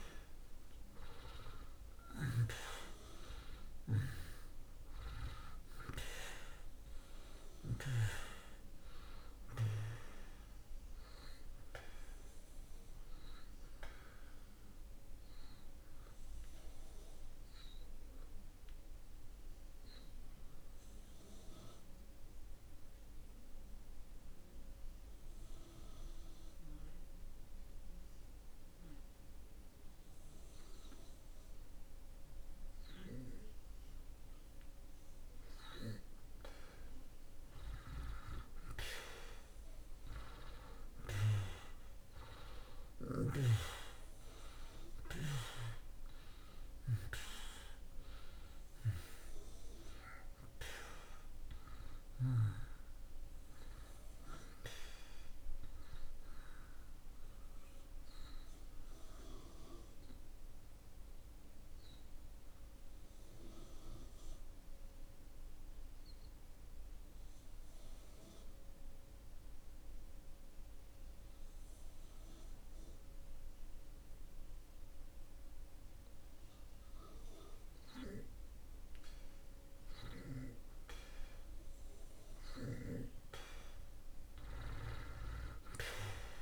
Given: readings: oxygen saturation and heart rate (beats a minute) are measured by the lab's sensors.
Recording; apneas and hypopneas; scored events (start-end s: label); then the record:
breathing in sleep by a room microphone; 2
0.50-28.50 s: oxygen desaturation (device-marked, oxygen 96% before, 83% lowest)
17.00-33.50 s: obstructive apnea (oxygen 96% before, 80% lowest)
36.00-41.00 s: arousal
48.50-70.50 s: oxygen desaturation (device-marked, oxygen 94% before, 80% lowest)
59.00-76.00 s: obstructive apnea (oxygen 95% before, 79% lowest)
82.50-86.42 s: arousal
83.50-86.42 s: oxygen desaturation (device-marked, oxygen 95% before, 79% lowest)
From the record:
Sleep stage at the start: N2 (light sleep); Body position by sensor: on the back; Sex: male